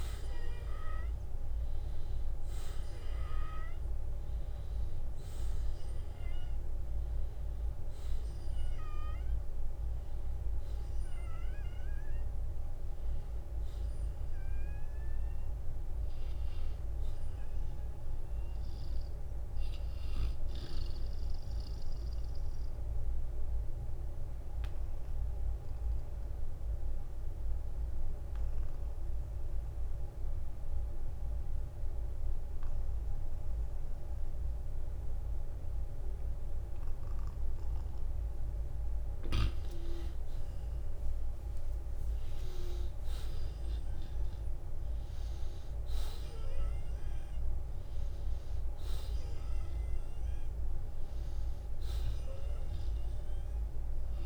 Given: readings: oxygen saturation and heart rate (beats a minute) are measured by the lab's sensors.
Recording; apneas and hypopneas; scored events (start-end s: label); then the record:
breathing in sleep, hard to hear, by a room microphone; 1
20.50-34.50 s: oxygen desaturation (device-marked, oxygen 93% before, 87% lowest, heart rate 60 before, 48 extreme)
21.50-38.00 s: obstructive apnea (oxygen 95% before, 85% lowest, heart rate 60 before, 48 extreme, up 13 after)
41.50-48.00 s: arousal
From the record:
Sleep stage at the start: N2 (light sleep); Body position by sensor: on the back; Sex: male